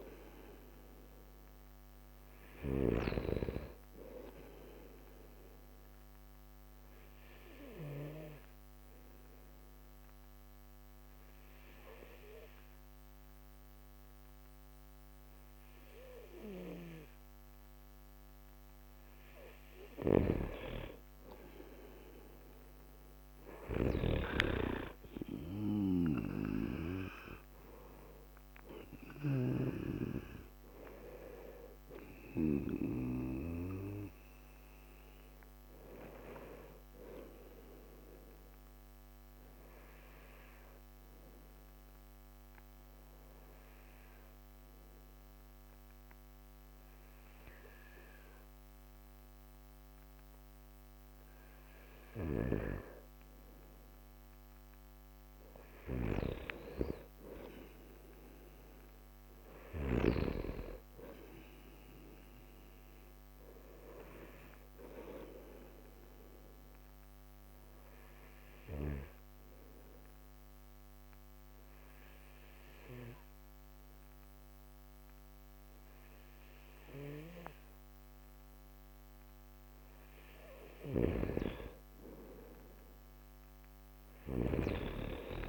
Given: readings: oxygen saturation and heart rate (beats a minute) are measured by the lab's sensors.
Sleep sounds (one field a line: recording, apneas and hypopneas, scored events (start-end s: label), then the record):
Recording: breathing in sleep by a microphone on the trachea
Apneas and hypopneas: 3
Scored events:
0.00-2.00 s: arousal
0.00-3.00 s: snoring (device-marked)
6.50-19.50 s: obstructive apnea (oxygen 94% before, 89% lowest)
19.50-24.00 s: snoring (device-marked)
21.50-25.00 s: arousal
26.00-32.50 s: snoring (device-marked)
29.50-52.50 s: oxygen desaturation (device-marked, oxygen 94% before, 89% lowest)
39.50-51.50 s: obstructive apnea (oxygen 94% before, 89% lowest)
52.00-60.00 s: snoring (device-marked)
54.50-57.00 s: arousal
65.50-80.50 s: oxygen desaturation (device-marked, oxygen 96% before, 92% lowest)
68.00-79.50 s: obstructive apnea (oxygen 96% before, 91% lowest)
80.50-84.50 s: snoring (device-marked)
82.00-85.49 s: arousal
From the record:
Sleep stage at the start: N2 (light sleep)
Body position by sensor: on the right side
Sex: male